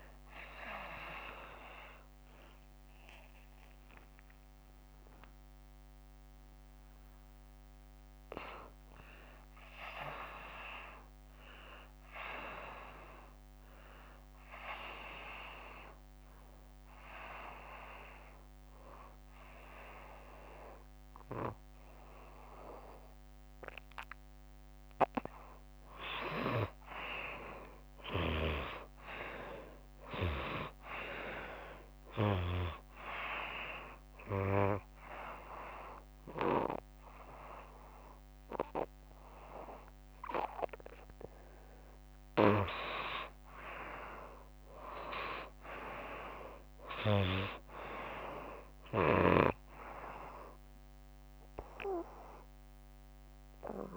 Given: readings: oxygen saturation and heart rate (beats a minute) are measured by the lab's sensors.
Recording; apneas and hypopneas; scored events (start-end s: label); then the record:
breathing in sleep by a microphone on the trachea; 2
0.00-2.00 s: arousal
3.00-17.00 s: oxygen desaturation (device-marked, oxygen 95% before, 91% lowest, heart rate 81 before, 85 extreme)
15.50-26.00 s: obstructive apnea (oxygen 96% before, 87% lowest, heart rate 90 before, 85 extreme, up 3 after)
27.50-30.50 s: arousal
32.00-43.00 s: oxygen desaturation (device-marked, oxygen 96% before, 89% lowest, heart rate 89 before, 82 extreme)
34.00-44.00 s: obstructive apnea (oxygen 98% before, 87% lowest, heart rate 88 before, 82 extreme, up 3 after)
51.00-53.97 s: oxygen desaturation (device-marked, oxygen 94% before, 89% lowest, heart rate 92 before, 82 extreme)
From the record:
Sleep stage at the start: N2 (light sleep); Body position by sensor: on the right side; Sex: female